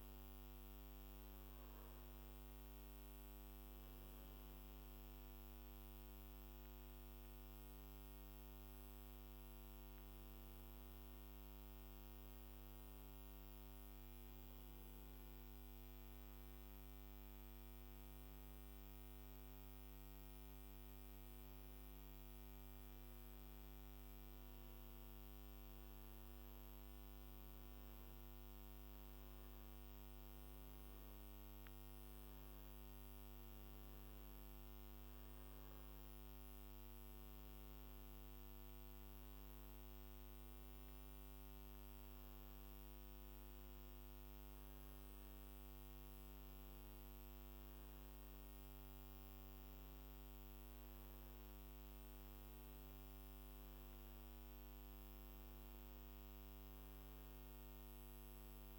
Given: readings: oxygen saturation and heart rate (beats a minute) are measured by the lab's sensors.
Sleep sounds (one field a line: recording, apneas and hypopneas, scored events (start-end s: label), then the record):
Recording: a person awake in a sleep study, hard to hear, by a microphone on the trachea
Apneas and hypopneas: none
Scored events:
none scored
From the record:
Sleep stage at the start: awake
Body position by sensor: on the back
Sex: male